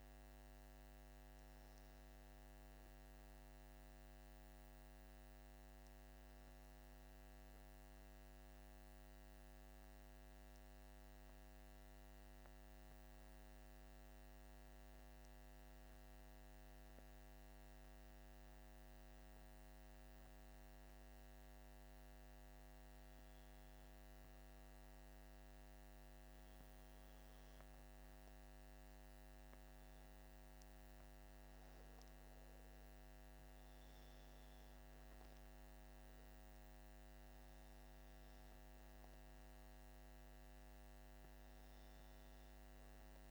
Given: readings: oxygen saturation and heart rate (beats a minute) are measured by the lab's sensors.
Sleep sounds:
breathing in sleep, hard to hear, by a microphone on the trachea; 1
8.50-24.00 s: hypopnea (oxygen 99% before, 95% lowest, heart rate 54 before, 51 extreme, up 6 after)
26.50-30.00 s: arousal
From the record:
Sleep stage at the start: REM sleep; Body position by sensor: on the back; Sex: male

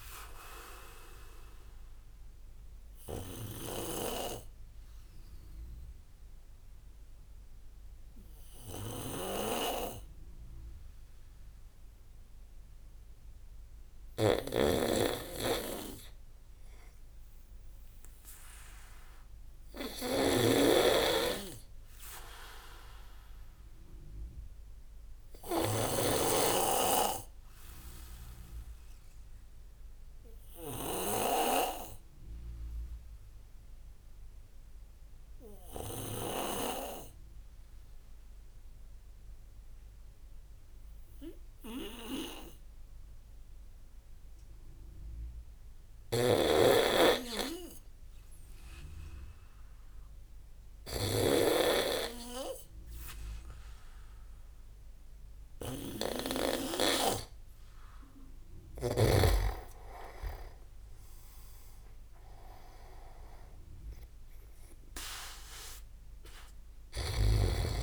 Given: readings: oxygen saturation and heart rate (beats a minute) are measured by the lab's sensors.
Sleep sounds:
breathing in sleep by a room microphone; 2
0.00-36.50 s: snoring (device-marked)
3.00-15.50 s: obstructive apnea (oxygen 97% before, 94% lowest)
18.50-22.00 s: arousal
26.50-46.00 s: obstructive apnea (oxygen 98% before, 94% lowest)
46.00-59.00 s: snoring (device-marked)
56.50-61.50 s: arousal
60.50-61.50 s: leg movement (device-marked)
From the record:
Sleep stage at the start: N2 (light sleep); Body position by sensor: on the back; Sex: male

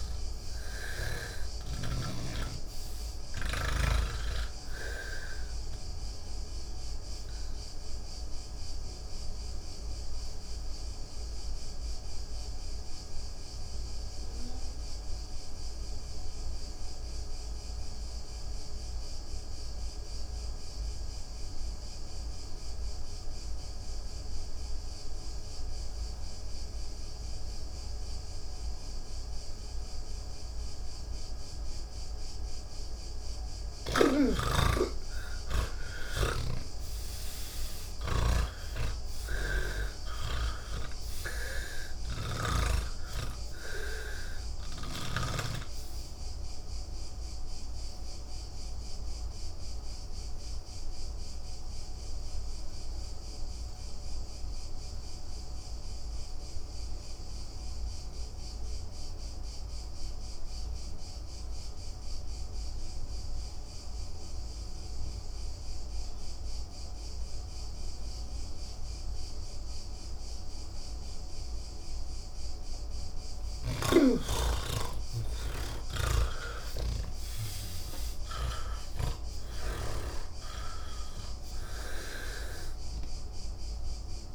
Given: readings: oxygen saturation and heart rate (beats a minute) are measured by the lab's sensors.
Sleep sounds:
breathing in sleep by a room microphone; 2
0.00-1.50 s: snoring (device-marked)
0.00-21.00 s: oxygen desaturation (device-marked, oxygen 81% lowest, heart rate 154 extreme)
7.50-32.50 s: obstructive apnea (oxygen 98% before, 79% lowest, heart rate 190 before, 156 extreme, up 7 after)
27.00-63.00 s: oxygen desaturation (device-marked, oxygen 98% before, 79% lowest, heart rate 174 before, 159 extreme)
36.50-40.00 s: snoring (device-marked)
42.00-45.50 s: snoring (device-marked)
46.50-72.50 s: obstructive apnea (oxygen 98% before, 79% lowest, heart rate 192 before, 159 extreme, up 46 after)
65.00-84.35 s: oxygen desaturation (device-marked, oxygen 98% before, 81% lowest, heart rate 191 before, 152 extreme)
76.00-79.50 s: snoring (device-marked)
From the record:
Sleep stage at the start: N3 (deep sleep); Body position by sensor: on the back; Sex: male

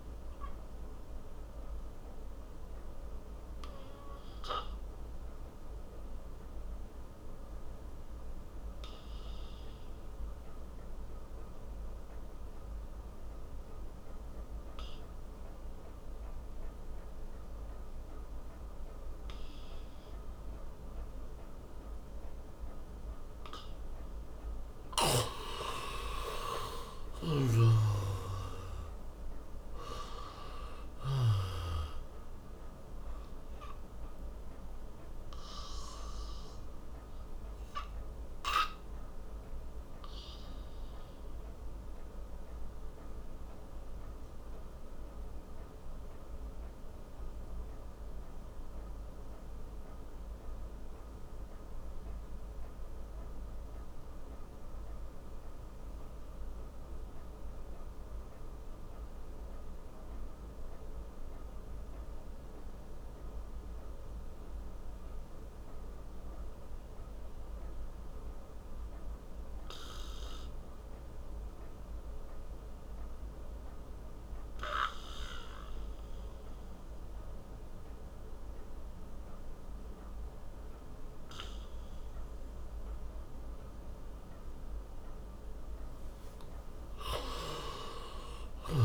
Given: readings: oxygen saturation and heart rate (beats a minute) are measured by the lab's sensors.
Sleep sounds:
breathing in sleep by a room microphone; 2
0.00-23.00 s: oxygen desaturation (device-marked, oxygen 89% lowest)
0.50-24.00 s: obstructive apnea (oxygen 99% before, 87% lowest)
26.00-30.50 s: arousal
33.50-84.00 s: obstructive apnea (oxygen 96% before, 79% lowest)
37.00-59.00 s: oxygen desaturation (device-marked, oxygen 96% before, 87% lowest)
81.00-88.85 s: oxygen desaturation (device-marked, oxygen 96% before, 79% lowest)
87.00-88.85 s: arousal
From the record:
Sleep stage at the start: N2 (light sleep); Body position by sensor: on the back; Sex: male

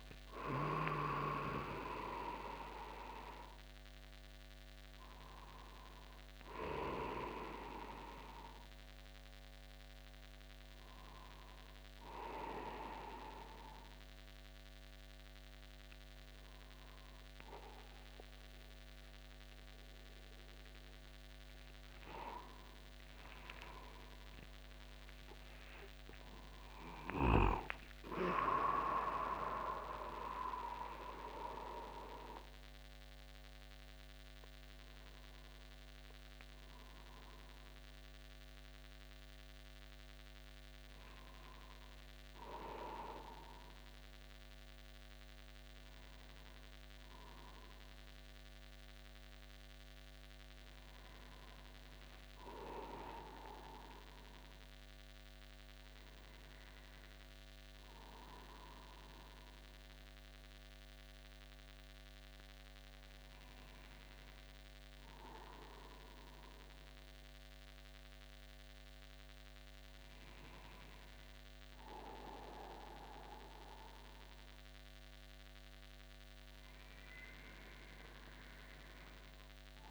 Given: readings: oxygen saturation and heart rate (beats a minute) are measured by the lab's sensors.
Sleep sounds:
a person awake in a sleep study, by a microphone on the trachea; none
0.00-2.00 s: long interval between heartbeats (device-marked, heart rate 80 before, 141 extreme)
6.00-8.00 s: long interval between heartbeats (device-marked, heart rate 107 before, 141 extreme)
12.00-14.00 s: long interval between heartbeats (device-marked, heart rate 135 before, 126 extreme)
16.00-18.00 s: long interval between heartbeats (device-marked, heart rate 138 before, 125 extreme)
19.00-21.00 s: long interval between heartbeats (device-marked, heart rate 137 before, 143 extreme)
22.00-24.00 s: long interval between heartbeats (device-marked, heart rate 139 before, 182 extreme)
25.00-27.00 s: long interval between heartbeats (device-marked, heart rate 148 before, 163 extreme)
27.50-29.50 s: long interval between heartbeats (device-marked, heart rate 151 before, 137 extreme)
35.00-37.00 s: long interval between heartbeats (device-marked, heart rate 126 before, 50 extreme)
39.50-41.50 s: long interval between heartbeats (device-marked, heart rate 113 before, 83 extreme)
60.00-79.91 s: new sleep stage, N1 (lightest sleep)
From the record:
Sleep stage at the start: awake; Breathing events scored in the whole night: 147 in 3.5 hours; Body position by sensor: upright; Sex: male

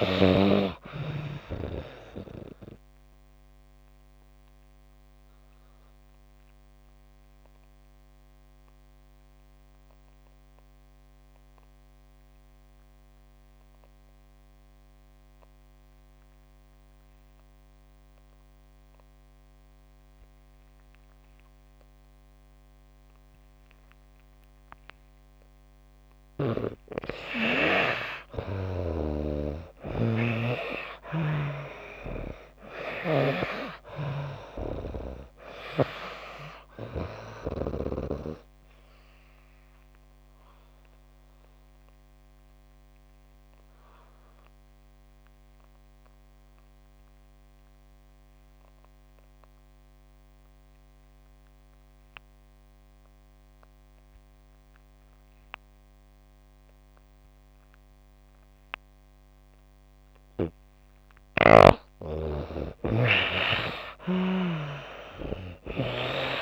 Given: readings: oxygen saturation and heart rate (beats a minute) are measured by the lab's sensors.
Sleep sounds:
breathing in sleep by a microphone on the trachea; 2
0.00-28.50 s: oxygen desaturation (device-marked, oxygen 80% lowest)
2.50-25.50 s: obstructive apnea (oxygen 97% before, 80% lowest)
29.00-33.00 s: arousal
38.50-61.50 s: obstructive apnea (oxygen 98% before, 84% lowest)
46.50-60.50 s: oxygen desaturation (device-marked, oxygen 95% before, 87% lowest)
63.00-66.42 s: arousal
From the record:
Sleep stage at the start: N2 (light sleep); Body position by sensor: on the back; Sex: female

